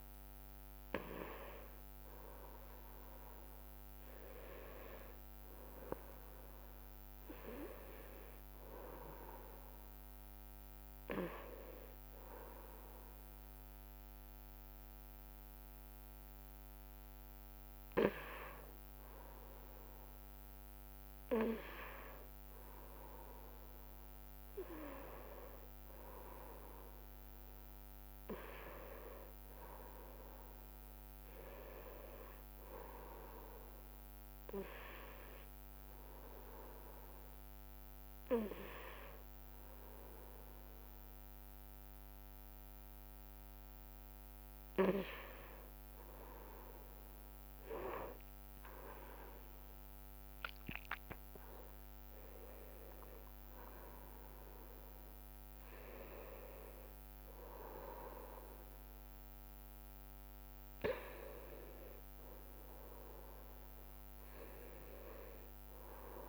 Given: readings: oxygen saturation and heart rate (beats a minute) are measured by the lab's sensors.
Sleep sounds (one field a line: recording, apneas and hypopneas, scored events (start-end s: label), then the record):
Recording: a person awake in a sleep study, by a microphone on the trachea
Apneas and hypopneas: none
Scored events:
8.50-17.50 s: drop in pulse transit time (device-marked, heart rate 67 before, 66 extreme)
From the record:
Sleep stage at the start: awake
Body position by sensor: on the back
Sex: male